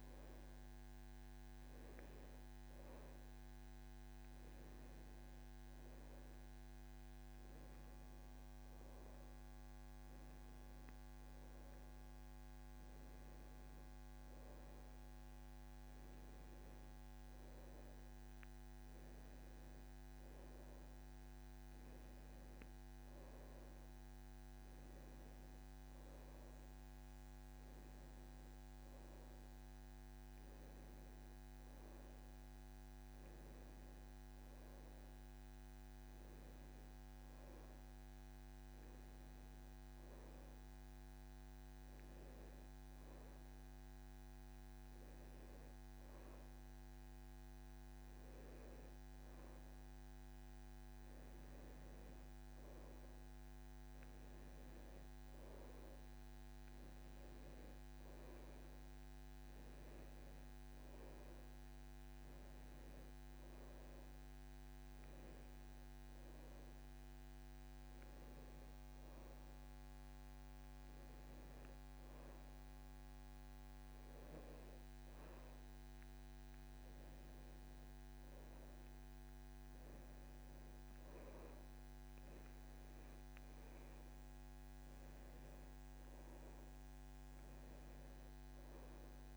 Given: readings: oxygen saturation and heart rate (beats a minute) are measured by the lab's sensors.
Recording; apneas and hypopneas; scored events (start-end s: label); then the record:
breathing in sleep, hard to hear, by a microphone on the trachea; none
none scored
From the record:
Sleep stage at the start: N2 (light sleep); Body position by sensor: on the back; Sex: male